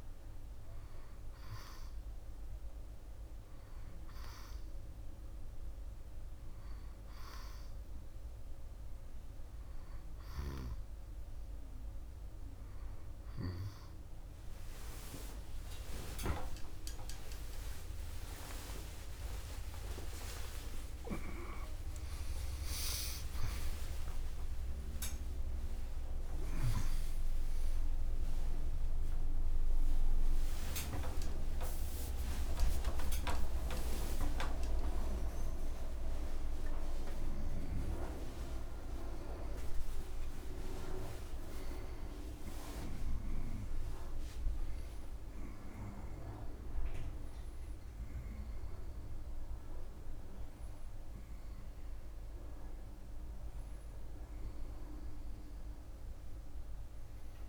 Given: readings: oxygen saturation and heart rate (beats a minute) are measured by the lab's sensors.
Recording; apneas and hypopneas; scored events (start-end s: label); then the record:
a person awake in a sleep study, by a room microphone; none
12.00-57.49 s: new sleep stage, awake
From the record:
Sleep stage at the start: N1 (lightest sleep); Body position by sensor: on the back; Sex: male